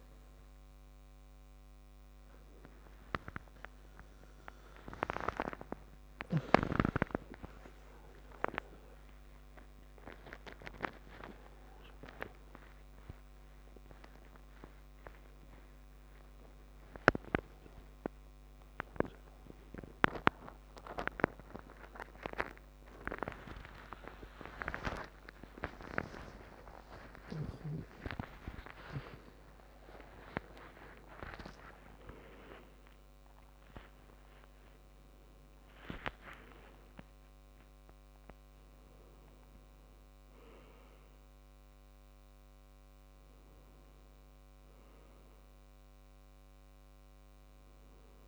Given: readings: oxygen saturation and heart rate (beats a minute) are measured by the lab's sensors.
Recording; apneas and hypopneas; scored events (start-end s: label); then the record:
a person awake in a sleep study, by a microphone on the trachea; none
0.00-11.50 s: oxygen desaturation (device-marked, oxygen 83% lowest, heart rate 78 extreme)
From the record:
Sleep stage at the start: awake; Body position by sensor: on the back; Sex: male